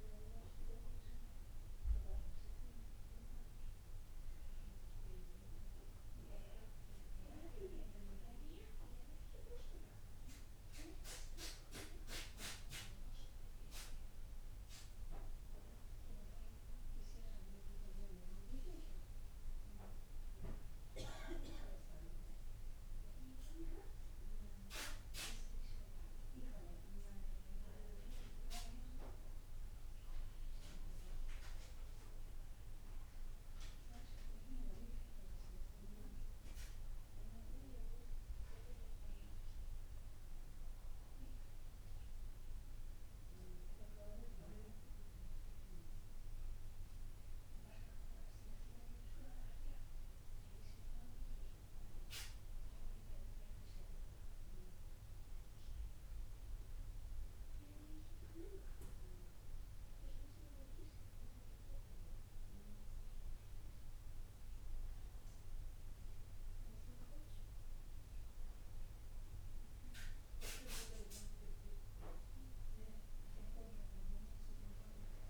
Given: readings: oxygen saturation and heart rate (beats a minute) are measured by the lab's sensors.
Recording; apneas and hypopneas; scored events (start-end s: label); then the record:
breathing in sleep by a room microphone; none
none scored
From the record:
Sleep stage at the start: N2 (light sleep); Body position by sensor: on the back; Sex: male